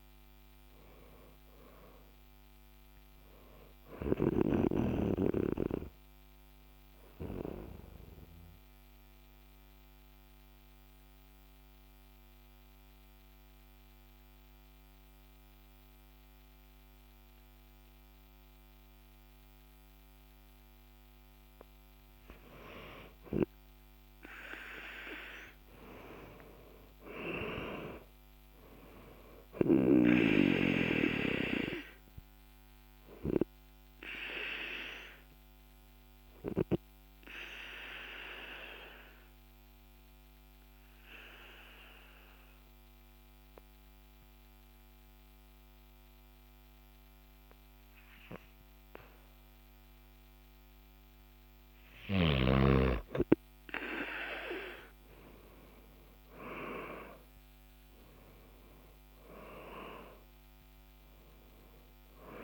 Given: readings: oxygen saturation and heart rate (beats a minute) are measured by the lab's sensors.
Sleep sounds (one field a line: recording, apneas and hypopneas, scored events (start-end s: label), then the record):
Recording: breathing in sleep by a microphone on the trachea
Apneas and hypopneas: 2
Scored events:
0.00-1.00 s: arousal
5.50-22.00 s: mixed apnea (oxygen 98% before, 95% lowest, heart rate 63 before, 46 extreme, up 16 after)
23.50-27.50 s: arousal
25.50-32.50 s: oxygen desaturation (device-marked, oxygen 98% before, 95% lowest, heart rate 50 before, 48 extreme)
36.00-50.00 s: obstructive apnea (oxygen 98% before, 95% lowest, heart rate 55 before, 48 extreme, up 16 after)
54.50-60.00 s: arousal
From the record:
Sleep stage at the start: N2 (light sleep)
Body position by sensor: on the back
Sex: male